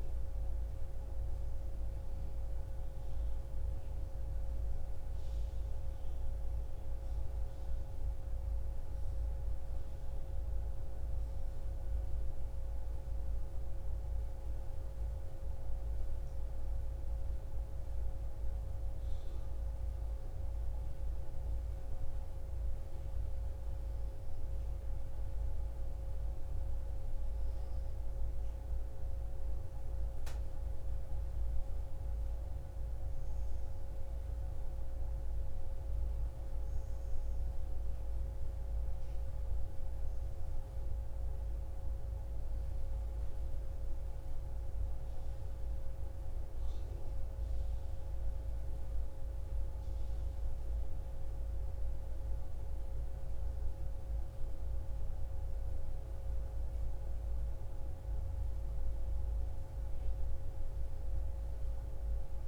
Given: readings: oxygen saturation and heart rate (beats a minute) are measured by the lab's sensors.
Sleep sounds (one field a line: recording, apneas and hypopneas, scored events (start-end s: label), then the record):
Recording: a person awake in a sleep study, hard to hear, by a room microphone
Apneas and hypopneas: none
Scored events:
62.00-62.48 s: new sleep stage, N1 (lightest sleep)
From the record:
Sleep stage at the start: awake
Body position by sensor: on the back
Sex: female